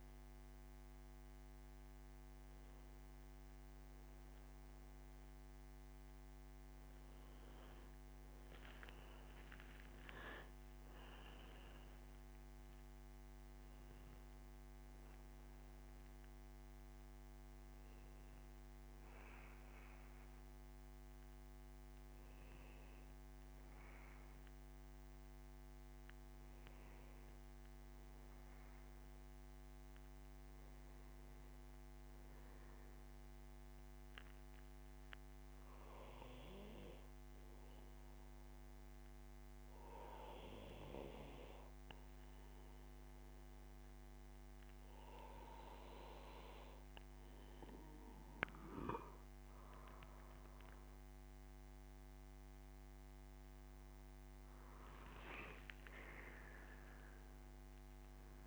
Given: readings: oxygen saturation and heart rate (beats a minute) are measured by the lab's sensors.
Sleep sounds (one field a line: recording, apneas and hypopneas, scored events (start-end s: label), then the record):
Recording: a person partly awake in a sleep study, by a microphone on the trachea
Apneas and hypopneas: 1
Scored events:
1.50-31.50 s: new sleep stage, N1 (lightest sleep)
31.50-46.50 s: obstructive apnea (oxygen 99% before, 95% lowest, heart rate 76 before, 69 extreme, up 2 after)
31.50-58.47 s: new sleep stage, N2 (light sleep)
50.00-54.50 s: arousal
From the record:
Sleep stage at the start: awake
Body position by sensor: on the back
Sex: male